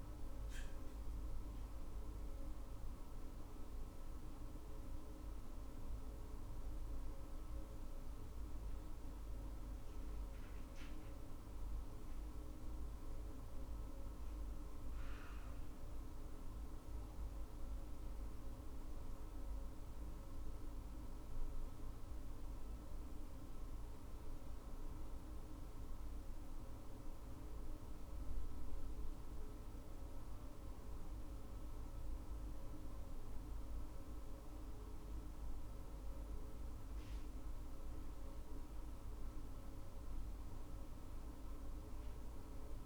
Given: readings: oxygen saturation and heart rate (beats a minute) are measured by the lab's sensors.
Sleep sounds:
breathing in sleep, hard to hear, by a room microphone; 1
17.50-30.50 s: hypopnea (oxygen 100% before, 98% lowest, heart rate 60 before, 55 extreme, up 24 after)
31.50-36.50 s: arousal
From the record:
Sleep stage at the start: N2 (light sleep); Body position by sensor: on the right side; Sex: female

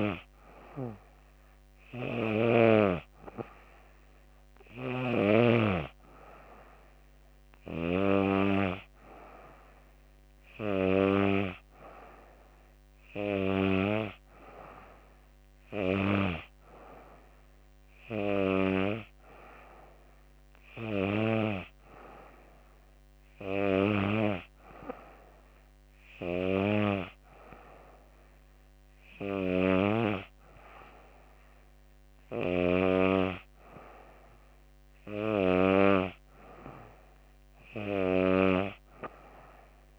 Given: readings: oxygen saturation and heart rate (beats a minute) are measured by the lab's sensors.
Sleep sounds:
breathing in sleep by a microphone on the trachea; none
1.00-4.50 s: snoring (device-marked)
From the record:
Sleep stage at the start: N2 (light sleep); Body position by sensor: on the back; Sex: female

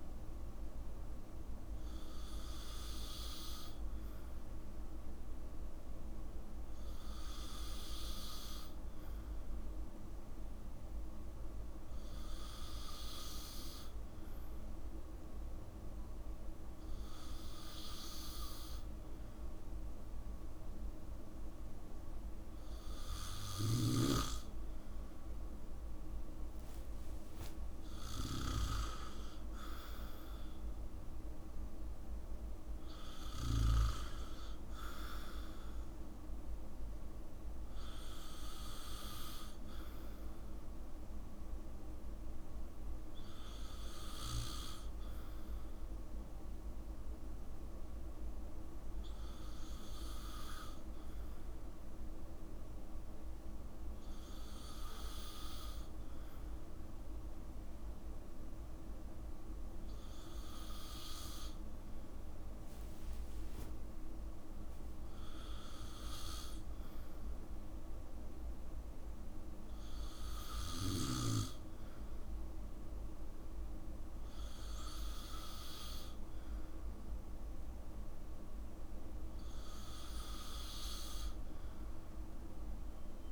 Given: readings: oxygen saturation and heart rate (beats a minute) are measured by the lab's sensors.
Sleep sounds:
breathing in sleep by a room microphone; none
27.50-29.50 s: long interval between heartbeats (device-marked, heart rate 61 before, 78 extreme)
61.50-66.50 s: tachycardia (device-marked, heart rate 62 before, 109 extreme)
63.00-65.00 s: long interval between heartbeats (device-marked, heart rate 61 before, 70 extreme)
65.00-67.00 s: long interval between heartbeats (device-marked, heart rate 63 before, 104 extreme)
From the record:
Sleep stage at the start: N2 (light sleep); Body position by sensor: on the back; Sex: male

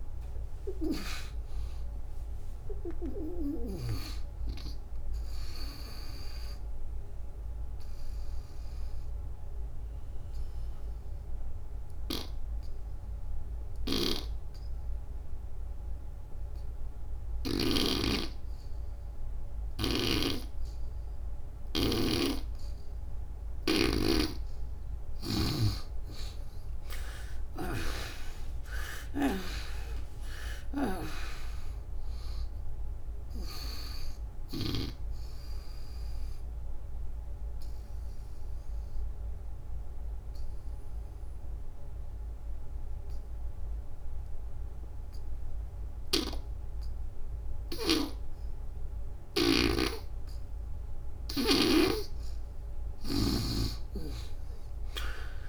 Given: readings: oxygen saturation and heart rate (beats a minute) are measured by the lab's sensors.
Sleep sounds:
breathing in sleep by a room microphone; 2
0.00-12.00 s: oxygen desaturation (device-marked, oxygen 78% lowest, heart rate 65 extreme)
7.00-23.50 s: obstructive apnea (oxygen 97% before, 79% lowest, heart rate 91 before, 65 extreme, up 45 after)
19.50-27.50 s: snoring (device-marked)
27.00-31.00 s: arousal
29.00-46.00 s: oxygen desaturation (device-marked, oxygen 96% before, 79% lowest, heart rate 74 before, 65 extreme)
35.00-51.00 s: obstructive apnea (oxygen 97% before, 78% lowest, heart rate 81 before, 65 extreme, up 44 after)
49.00-55.49 s: snoring (device-marked)
From the record:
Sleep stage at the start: N2 (light sleep); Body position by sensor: on the back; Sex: female

